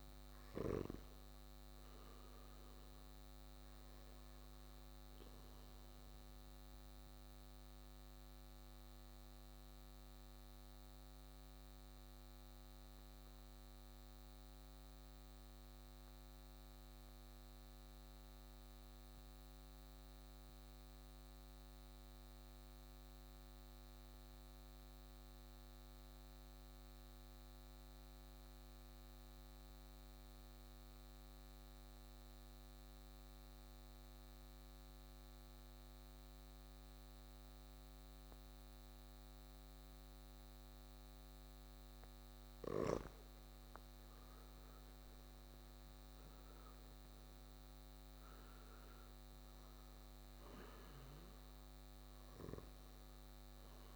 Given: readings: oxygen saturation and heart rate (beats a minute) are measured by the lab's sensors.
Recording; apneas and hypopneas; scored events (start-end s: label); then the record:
breathing in sleep, hard to hear, by a microphone on the trachea; 1
0.00-20.00 s: oxygen desaturation (device-marked, oxygen 90% lowest, heart rate 57 extreme)
9.50-44.00 s: mixed apnea (oxygen 98% before, 89% lowest, heart rate 64 before, 57 extreme, up 10 after)
32.00-53.96 s: oxygen desaturation (device-marked, oxygen 99% before, 89% lowest, heart rate 58 before, 57 extreme)
46.00-50.00 s: arousal
From the record:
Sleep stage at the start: N2 (light sleep); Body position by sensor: on the right side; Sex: male